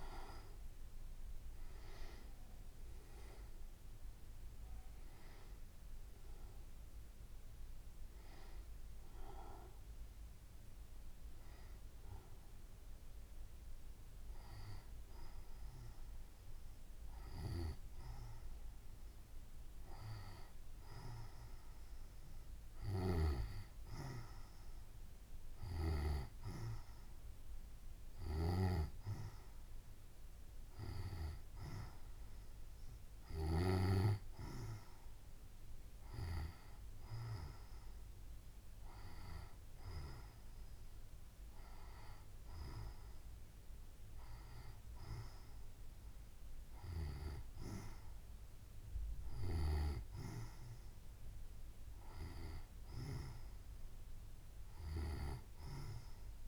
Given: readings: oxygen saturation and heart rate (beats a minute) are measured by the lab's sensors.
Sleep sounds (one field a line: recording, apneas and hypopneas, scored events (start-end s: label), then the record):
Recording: breathing in sleep by a room microphone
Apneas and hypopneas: none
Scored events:
39.00-56.48 s: new sleep stage, N2 (light sleep)
From the record:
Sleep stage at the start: N1 (lightest sleep)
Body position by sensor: on the right side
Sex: female